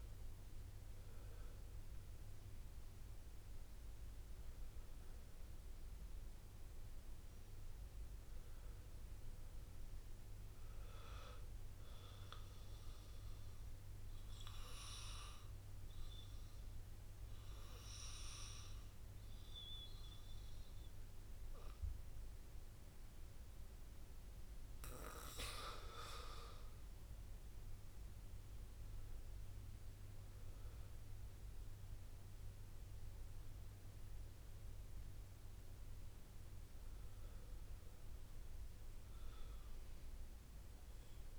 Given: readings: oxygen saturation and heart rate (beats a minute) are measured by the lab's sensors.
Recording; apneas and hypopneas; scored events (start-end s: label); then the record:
breathing in sleep by a room microphone; 1
2.50-23.50 s: oxygen desaturation (device-marked, oxygen 99% before, 95% lowest, heart rate 58 before, 48 extreme)
13.00-26.00 s: mixed apnea (oxygen 99% before, 94% lowest, heart rate 60 before, 48 extreme, up 4 after)
27.50-31.50 s: arousal
34.50-36.50 s: long interval between heartbeats (device-marked, heart rate 59 before, 58 extreme)
From the record:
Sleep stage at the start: N2 (light sleep); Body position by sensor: on the back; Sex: male